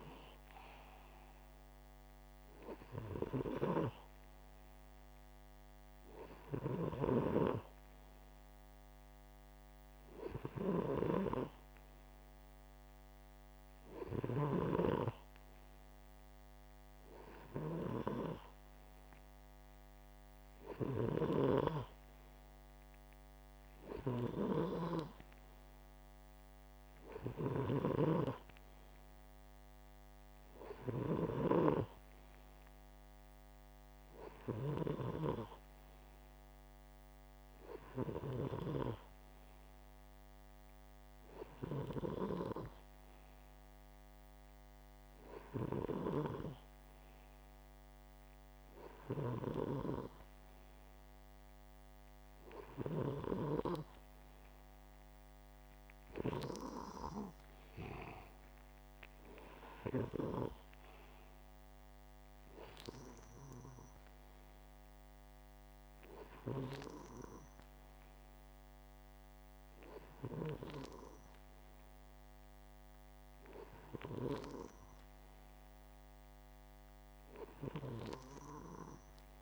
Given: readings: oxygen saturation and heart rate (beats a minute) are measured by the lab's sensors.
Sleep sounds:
breathing in sleep by a microphone on the trachea; none
55.50-58.50 s: arousal
61.50-68.50 s: oxygen desaturation (device-marked, oxygen 95% before, 90% lowest, heart rate 64 before, 62 extreme)
From the record:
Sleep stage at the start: N2 (light sleep); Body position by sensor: upright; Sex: male

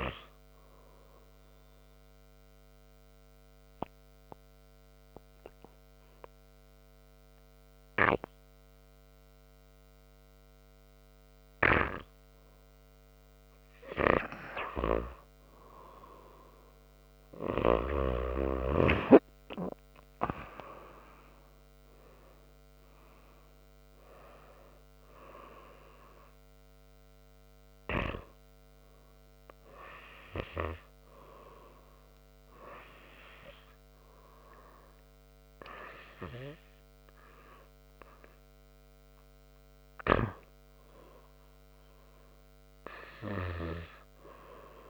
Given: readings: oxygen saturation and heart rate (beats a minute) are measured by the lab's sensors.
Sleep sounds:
breathing in sleep by a microphone on the trachea; 2
1.50-13.50 s: obstructive apnea (oxygen 98% before, 94% lowest, heart rate 81 before, 74 extreme)
17.00-21.00 s: arousal
24.00-32.00 s: oxygen desaturation (device-marked, oxygen 98% before, 94% lowest, heart rate 78 before, 81 extreme)
28.50-39.50 s: hypopnea (oxygen 98% before, 94% lowest, heart rate 78 before, 81 extreme, up 4 after)
40.50-44.50 s: arousal
From the record:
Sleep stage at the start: N2 (light sleep); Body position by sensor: on the right side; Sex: male

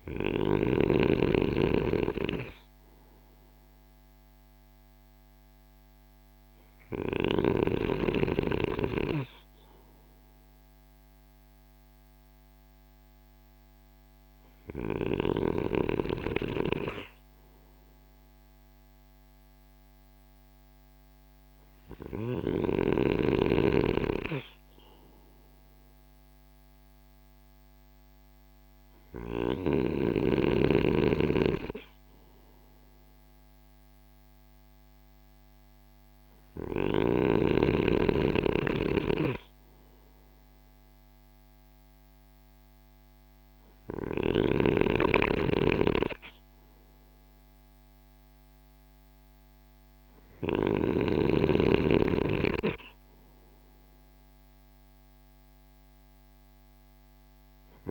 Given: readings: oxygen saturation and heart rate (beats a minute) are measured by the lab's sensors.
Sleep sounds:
breathing in sleep by a microphone on the trachea; none
none scored
From the record:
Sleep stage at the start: N2 (light sleep); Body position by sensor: on the right side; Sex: male

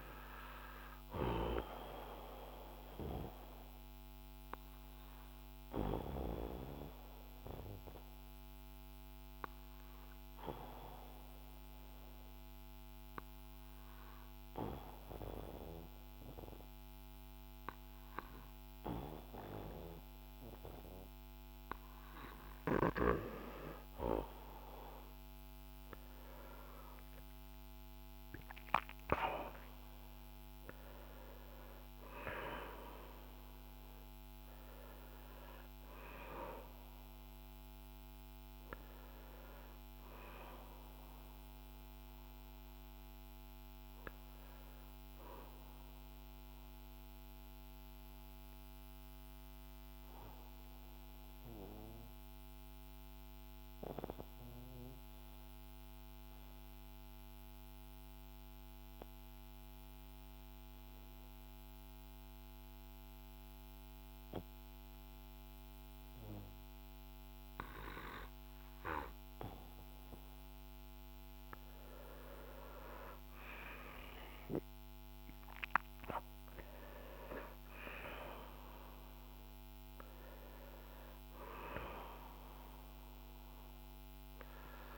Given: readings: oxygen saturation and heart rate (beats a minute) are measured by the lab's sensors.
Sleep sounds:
breathing in sleep by a microphone on the trachea; 2
0.00-14.50 s: oxygen desaturation (device-marked, oxygen 90% lowest, heart rate 50 extreme)
2.50-22.00 s: obstructive apnea (oxygen 95% before, 88% lowest, heart rate 60 before, 50 extreme, up 9 after)
26.00-30.50 s: arousal
31.50-59.50 s: oxygen desaturation (device-marked, oxygen 94% before, 88% lowest, heart rate 55 before, 44 extreme)
46.50-69.50 s: obstructive apnea (oxygen 94% before, 88% lowest, heart rate 58 before, 44 extreme, up 16 after)
71.00-75.00 s: arousal
74.50-84.98 s: oxygen desaturation (device-marked, oxygen 96% before, 88% lowest, heart rate 53 before, 44 extreme)
From the record:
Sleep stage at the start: N2 (light sleep); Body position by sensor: on the back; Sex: male

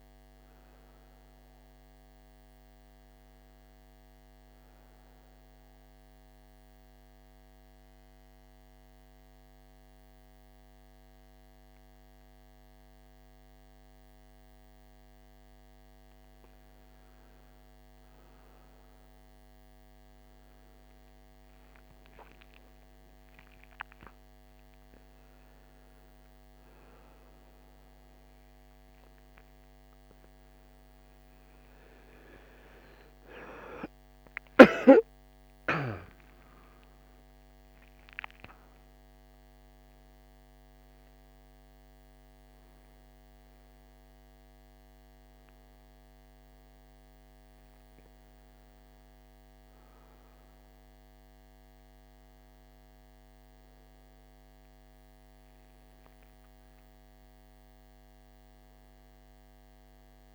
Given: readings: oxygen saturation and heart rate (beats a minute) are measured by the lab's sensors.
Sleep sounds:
breathing in sleep, hard to hear, by a microphone on the trachea; 1
4.00-16.50 s: central apnea (oxygen 98% before, 92% lowest, heart rate 61 before, 57 extreme, up 10 after)
19.50-24.00 s: arousal
27.00-38.00 s: oxygen desaturation (device-marked, oxygen 96% before, 92% lowest, heart rate 61 before, 55 extreme)
56.00-59.00 s: arousal
From the record:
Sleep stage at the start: N1 (lightest sleep); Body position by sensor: on the right side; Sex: male

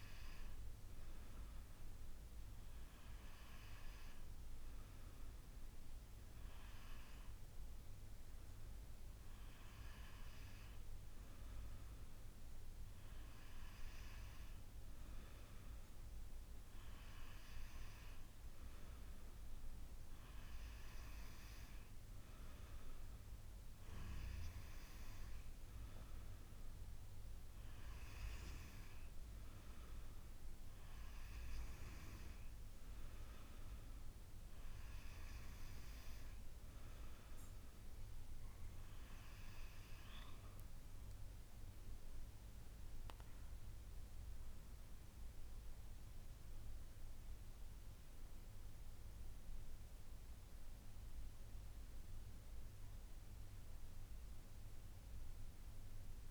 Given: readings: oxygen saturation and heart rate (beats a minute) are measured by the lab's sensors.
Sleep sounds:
breathing in sleep, hard to hear, by a room microphone; none
none scored
From the record:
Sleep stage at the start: N2 (light sleep); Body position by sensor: on the back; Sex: female

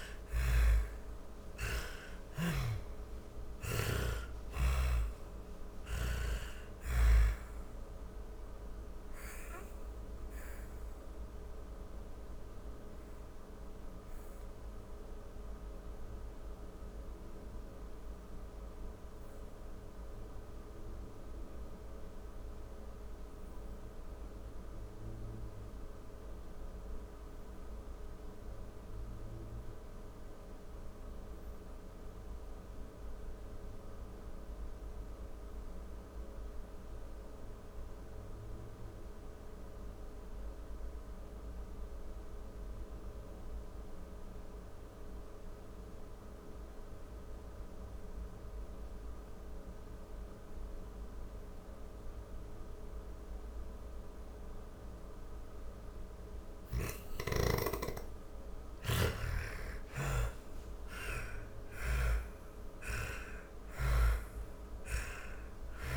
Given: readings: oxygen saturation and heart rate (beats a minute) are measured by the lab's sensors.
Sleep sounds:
breathing in sleep by a room microphone; 1
0.00-3.00 s: arousal
0.00-3.00 s: snoring (device-marked)
0.00-27.00 s: oxygen desaturation (device-marked, oxygen 81% lowest, heart rate 38 extreme)
7.50-54.00 s: obstructive apnea (oxygen 99% before, 73% lowest, heart rate 74 before, 38 extreme, up 53 after)
43.00-65.97 s: oxygen desaturation (device-marked, oxygen 98% before, 73% lowest, heart rate 45 before, 48 extreme)
56.50-61.00 s: arousal
60.00-64.50 s: snoring (device-marked)
From the record:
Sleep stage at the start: N2 (light sleep); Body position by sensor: on the back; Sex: female

